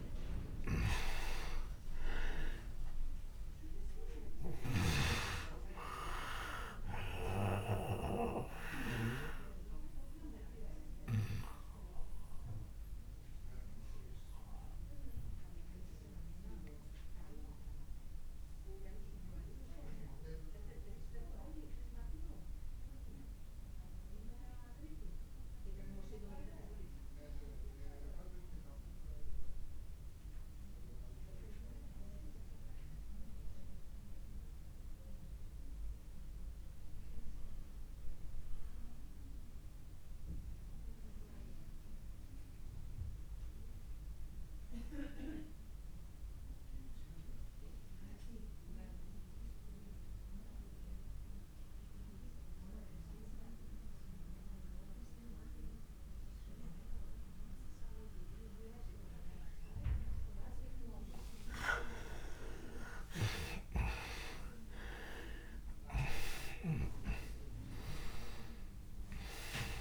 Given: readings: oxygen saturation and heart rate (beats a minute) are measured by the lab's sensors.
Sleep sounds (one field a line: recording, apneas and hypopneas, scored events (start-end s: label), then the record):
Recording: breathing in sleep by a room microphone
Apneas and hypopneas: 1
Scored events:
0.00-28.50 s: oxygen desaturation (device-marked, oxygen 84% lowest)
9.50-60.00 s: obstructive apnea (oxygen 99% before, 82% lowest)
49.50-69.81 s: oxygen desaturation (device-marked, oxygen 98% before, 82% lowest)
62.50-68.50 s: arousal
From the record:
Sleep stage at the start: REM sleep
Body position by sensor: on the back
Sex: male